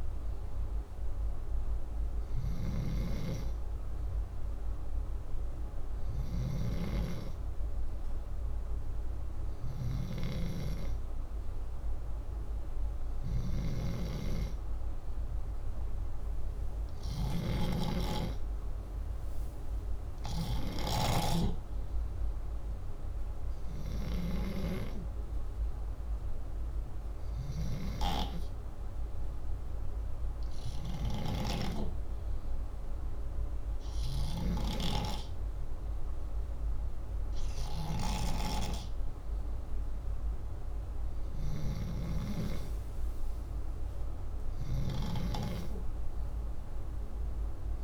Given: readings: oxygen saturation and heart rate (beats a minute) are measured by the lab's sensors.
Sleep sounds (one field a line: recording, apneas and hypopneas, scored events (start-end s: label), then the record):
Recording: breathing in sleep by a room microphone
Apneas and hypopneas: none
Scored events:
17.00-21.00 s: snoring (device-marked)
From the record:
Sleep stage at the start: N2 (light sleep)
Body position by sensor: upright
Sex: male